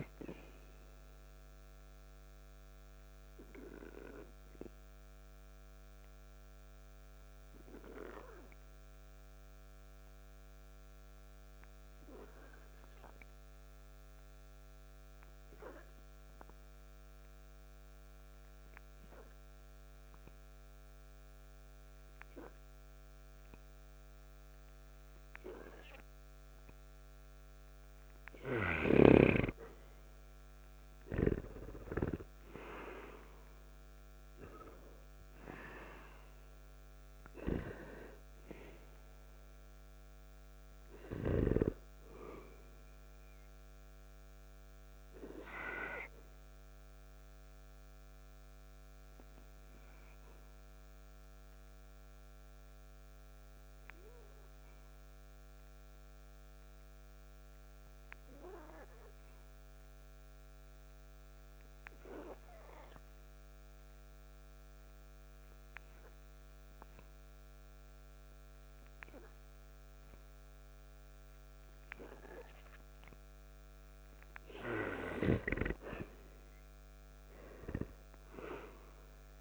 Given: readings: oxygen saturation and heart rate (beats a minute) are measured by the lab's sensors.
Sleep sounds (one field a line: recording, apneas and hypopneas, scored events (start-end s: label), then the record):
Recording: breathing in sleep by a microphone on the trachea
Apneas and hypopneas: 2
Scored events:
0.00-26.00 s: oxygen desaturation (device-marked, oxygen 83% lowest, heart rate 55 extreme)
0.50-29.00 s: obstructive apnea (oxygen 97% before, 83% lowest, heart rate 57 before, 55 extreme, up 2 after)
30.50-34.00 s: arousal
33.00-72.00 s: oxygen desaturation (device-marked, oxygen 98% before, 87% lowest, heart rate 57 before, 56 extreme)
44.00-74.50 s: obstructive apnea (oxygen 98% before, 85% lowest, heart rate 57 before, 56 extreme, up 2 after)
76.50-79.41 s: arousal
From the record:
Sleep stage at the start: N2 (light sleep)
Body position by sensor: on the back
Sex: male